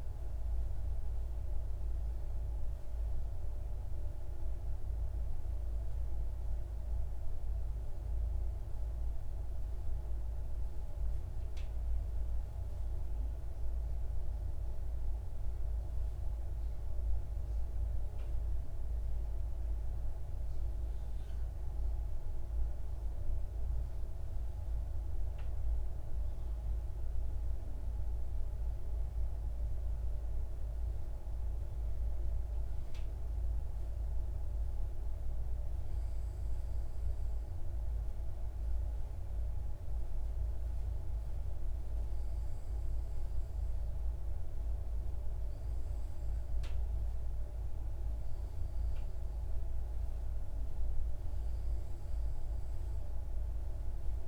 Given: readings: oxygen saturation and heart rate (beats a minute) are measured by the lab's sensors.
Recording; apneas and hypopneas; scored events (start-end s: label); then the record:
breathing in sleep, hard to hear, by a room microphone; 1
12.00-23.00 s: hypopnea (oxygen 96% before, 94% lowest)
25.00-29.50 s: arousal
From the record:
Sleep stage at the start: N2 (light sleep); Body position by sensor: on the left side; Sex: male